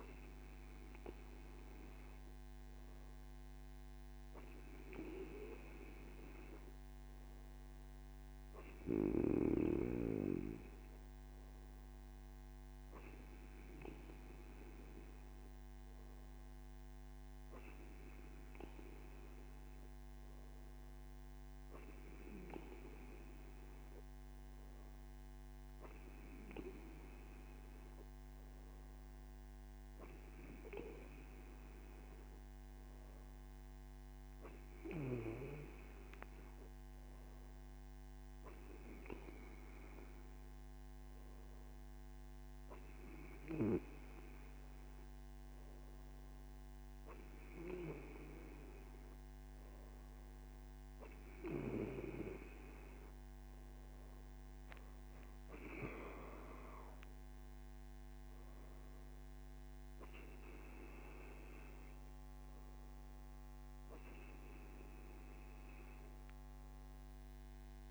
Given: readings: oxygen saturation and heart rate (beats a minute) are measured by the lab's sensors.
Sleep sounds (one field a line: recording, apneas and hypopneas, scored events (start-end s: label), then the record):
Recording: breathing in sleep by a microphone on the trachea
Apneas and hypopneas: none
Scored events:
42.50-67.91 s: new sleep stage, N2 (light sleep)
From the record:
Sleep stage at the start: N1 (lightest sleep)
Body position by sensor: on the right side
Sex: male